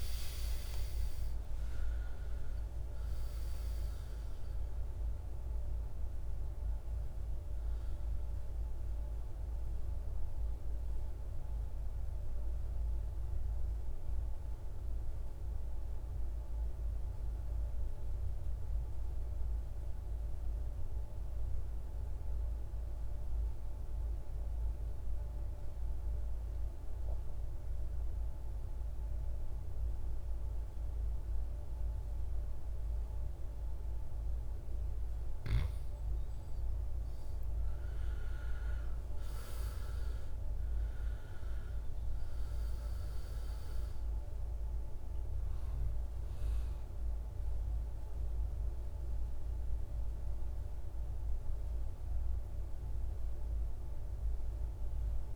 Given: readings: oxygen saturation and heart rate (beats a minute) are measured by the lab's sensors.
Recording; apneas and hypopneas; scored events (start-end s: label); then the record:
breathing in sleep, hard to hear, by a room microphone; 1
0.00-1.50 s: arousal
0.00-21.00 s: oxygen desaturation (device-marked, oxygen 81% lowest, heart rate 52 extreme)
13.00-35.50 s: mixed apnea (oxygen 99% before, 80% lowest, heart rate 69 before, 52 extreme, up 14 after)
37.00-55.36 s: oxygen desaturation (device-marked, oxygen 99% before, 84% lowest, heart rate 55 before, 55 extreme)
38.00-42.00 s: arousal
From the record:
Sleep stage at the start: N2 (light sleep); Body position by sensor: on the back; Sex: male